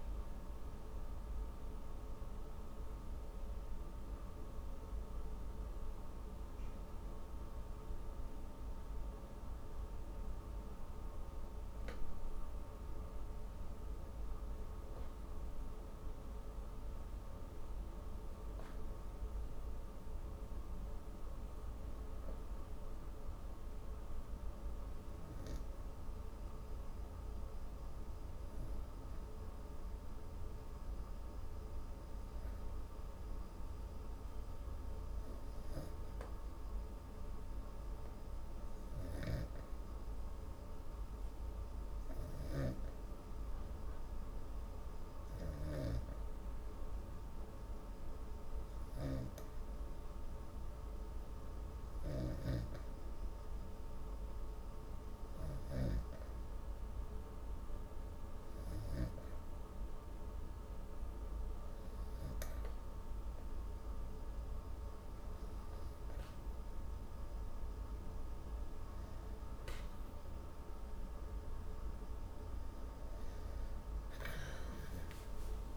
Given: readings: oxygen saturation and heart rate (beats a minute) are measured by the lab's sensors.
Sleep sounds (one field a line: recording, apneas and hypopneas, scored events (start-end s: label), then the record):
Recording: breathing in sleep, hard to hear, by a room microphone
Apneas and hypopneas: 1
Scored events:
26.50-30.00 s: arousal
35.00-52.50 s: hypopnea (oxygen 96% before, 95% lowest, heart rate 129 before, 130 extreme, up 34 after)
From the record:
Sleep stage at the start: N2 (light sleep)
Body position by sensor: on the back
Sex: female